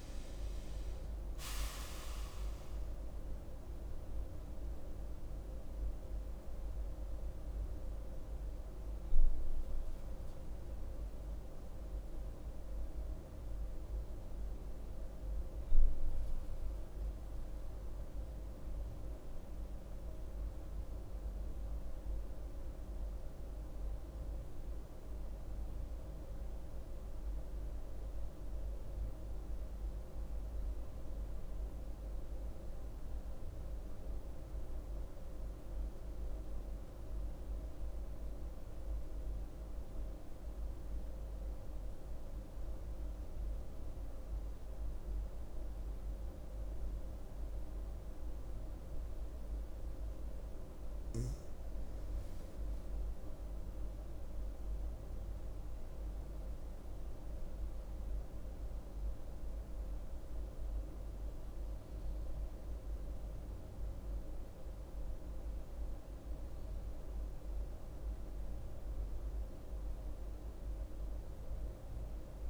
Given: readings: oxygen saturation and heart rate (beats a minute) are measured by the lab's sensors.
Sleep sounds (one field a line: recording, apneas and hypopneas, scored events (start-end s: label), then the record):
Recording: breathing in sleep, hard to hear, by a room microphone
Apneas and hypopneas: 1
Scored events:
0.00-15.50 s: oxygen desaturation (device-marked, oxygen 94% lowest, heart rate 60 extreme)
16.00-20.50 s: arousal
25.00-50.00 s: mixed apnea (oxygen 97% before, 94% lowest, heart rate 70 before, 60 extreme, up 8 after)
48.50-72.49 s: oxygen desaturation (device-marked, oxygen 99% before, 94% lowest, heart rate 63 before, 70 extreme)
52.50-56.50 s: arousal
71.50-72.49 s: new sleep stage, awake
From the record:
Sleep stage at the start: N2 (light sleep)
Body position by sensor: on the right side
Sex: female